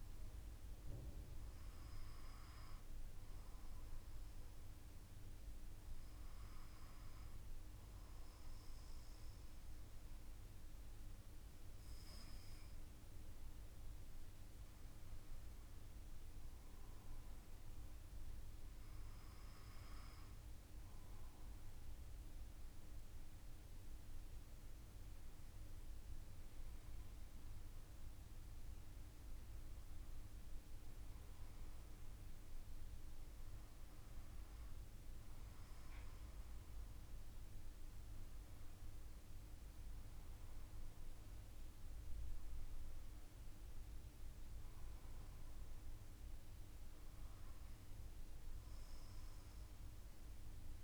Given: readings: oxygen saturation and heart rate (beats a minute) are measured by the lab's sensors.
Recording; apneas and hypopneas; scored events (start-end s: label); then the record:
breathing in sleep, hard to hear, by a room microphone; none
36.50-50.84 s: new sleep stage, N2 (light sleep)
From the record:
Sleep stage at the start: N1 (lightest sleep); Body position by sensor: on the back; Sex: male